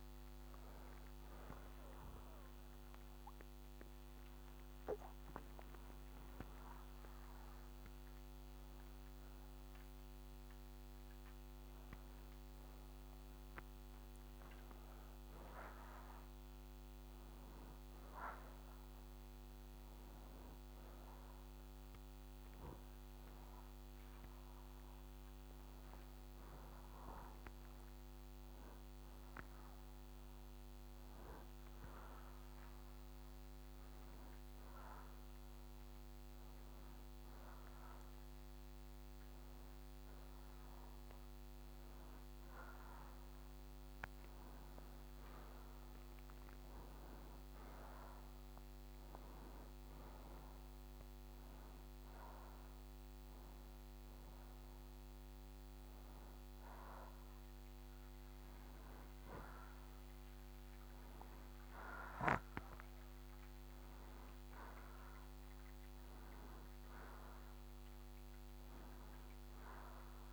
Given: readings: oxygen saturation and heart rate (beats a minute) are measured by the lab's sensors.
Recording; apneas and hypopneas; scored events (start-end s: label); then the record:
a person awake in a sleep study, hard to hear, by a microphone on the trachea; none
none scored
From the record:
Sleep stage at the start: awake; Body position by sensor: upright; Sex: male